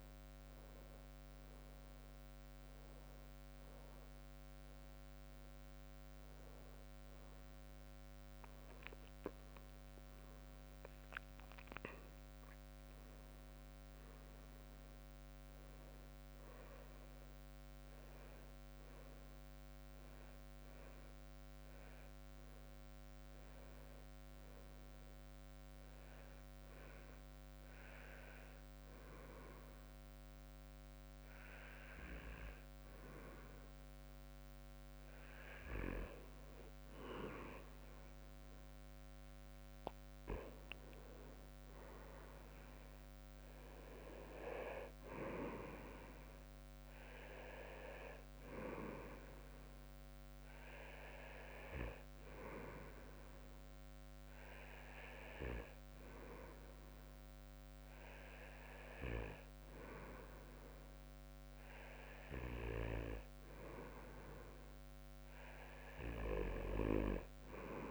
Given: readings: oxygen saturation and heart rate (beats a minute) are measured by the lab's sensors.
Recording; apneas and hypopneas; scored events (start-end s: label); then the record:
breathing in sleep by a microphone on the trachea; 2
0.00-1.50 s: drop in pulse transit time (device-marked, heart rate 71 extreme)
26.50-36.50 s: hypopnea (oxygen 97% before, 94% lowest, heart rate 73 before, 64 extreme, up 8 after)
41.50-45.50 s: arousal
52.50-63.50 s: hypopnea (oxygen 97% before, 95% lowest, heart rate 69 before, 61 extreme, up 2 after)
65.00-67.91 s: arousal
From the record:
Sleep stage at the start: N2 (light sleep); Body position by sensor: on the back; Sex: male